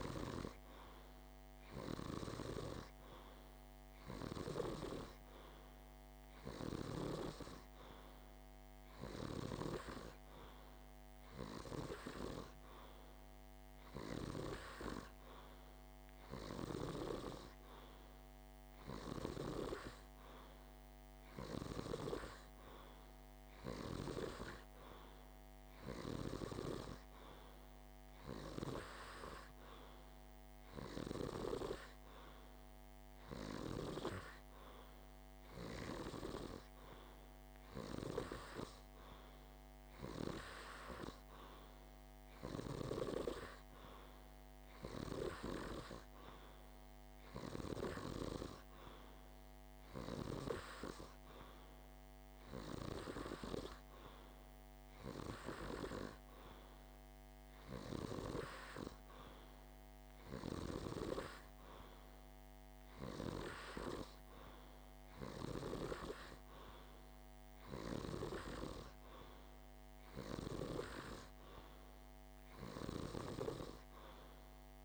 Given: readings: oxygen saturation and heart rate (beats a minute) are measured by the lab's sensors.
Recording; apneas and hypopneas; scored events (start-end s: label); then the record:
breathing in sleep by a microphone on the trachea; none
none scored
From the record:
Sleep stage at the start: N2 (light sleep); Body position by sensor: on the back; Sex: male